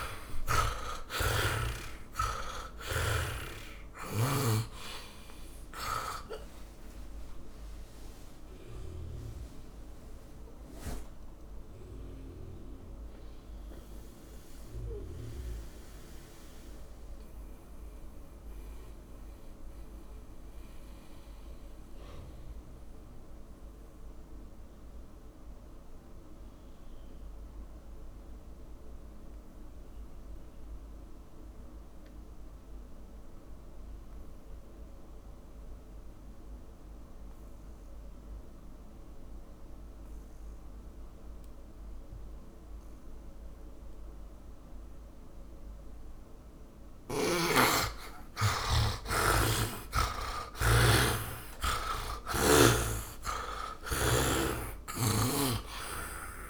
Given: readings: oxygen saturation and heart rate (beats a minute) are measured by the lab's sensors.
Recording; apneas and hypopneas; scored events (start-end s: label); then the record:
breathing in sleep by a room microphone; 1
0.00-4.50 s: snoring (device-marked)
3.50-25.50 s: oxygen desaturation (device-marked, oxygen 96% before, 75% lowest, heart rate 59 before, 49 extreme)
8.50-48.50 s: mixed apnea (oxygen 100% before, 75% lowest, heart rate 66 before, 49 extreme, up 41 after)
38.50-56.50 s: oxygen desaturation (device-marked, oxygen 100% before, 78% lowest, heart rate 62 before, 48 extreme)
49.50-54.50 s: arousal
From the record:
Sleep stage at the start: N2 (light sleep); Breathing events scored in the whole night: 322 in 4.2 hours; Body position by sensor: on the back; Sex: male